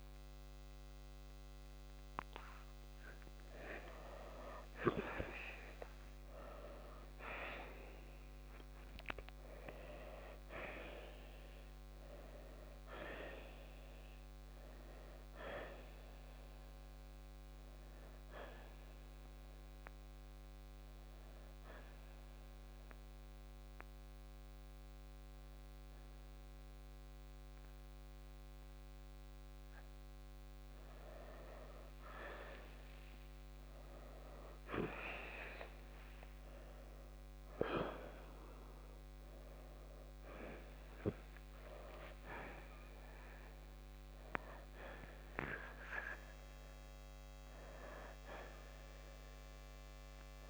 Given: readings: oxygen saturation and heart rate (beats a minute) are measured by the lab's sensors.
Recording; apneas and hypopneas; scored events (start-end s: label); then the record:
breathing in sleep by a microphone on the trachea; 1
8.00-13.50 s: arousal
14.50-35.50 s: oxygen desaturation (device-marked, oxygen 92% before, 85% lowest, heart rate 62 before, 59 extreme)
18.50-31.00 s: hypopnea (oxygen 94% before, 85% lowest, heart rate 65 before, 59 extreme, up 6 after)
35.00-40.00 s: arousal
45.50-50.49 s: oxygen desaturation (device-marked, oxygen 94% before, 87% lowest, heart rate 65 before, 59 extreme)
From the record:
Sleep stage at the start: N2 (light sleep); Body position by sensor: on the right side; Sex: male